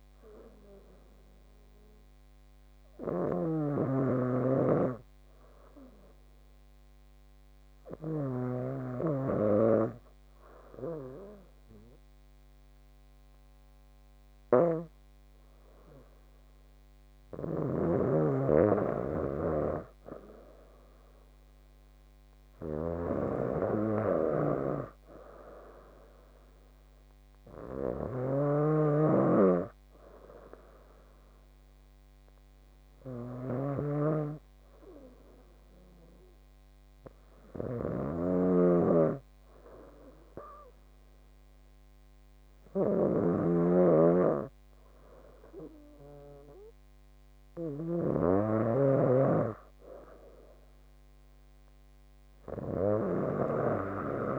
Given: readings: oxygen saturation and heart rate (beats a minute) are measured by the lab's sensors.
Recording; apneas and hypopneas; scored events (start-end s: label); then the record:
breathing in sleep by a microphone on the trachea; 2
0.50-17.50 s: hypopnea (oxygen 99% before, 95% lowest)
20.50-24.00 s: arousal
34.50-48.50 s: hypopnea (oxygen 98% before, 95% lowest)
From the record:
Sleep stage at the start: N2 (light sleep); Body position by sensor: on the back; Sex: female